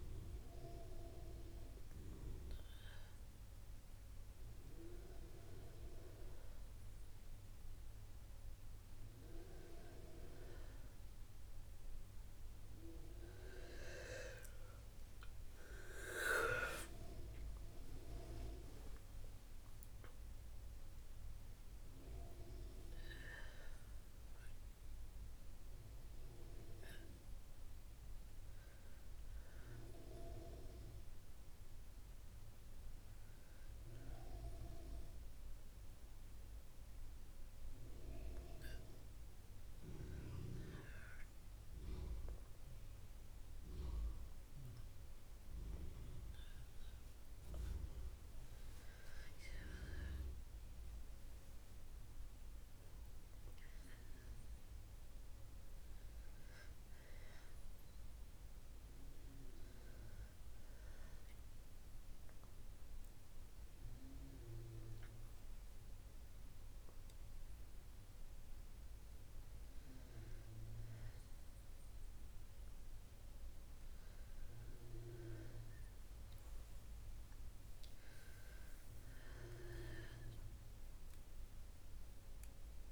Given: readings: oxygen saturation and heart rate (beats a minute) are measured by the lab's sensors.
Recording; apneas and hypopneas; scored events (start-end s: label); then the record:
breathing in sleep by a room microphone; 2
11.50-17.00 s: arousal
11.50-25.50 s: oxygen desaturation (device-marked, oxygen 98% before, 93% lowest, heart rate 61 before, 58 extreme)
21.50-82.92 s: new sleep stage, REM sleep
33.50-46.50 s: hypopnea (oxygen 98% before, 91% lowest, heart rate 62 before, 59 extreme, up 3 after)
48.50-52.50 s: arousal
50.50-63.50 s: oxygen desaturation (device-marked, oxygen 97% before, 93% lowest, heart rate 60 before, 59 extreme)
60.50-71.00 s: hypopnea (oxygen 99% before, 91% lowest, heart rate 61 before, 59 extreme, up 2 after)
73.50-76.50 s: arousal
From the record:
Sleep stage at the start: N2 (light sleep); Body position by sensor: on the back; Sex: female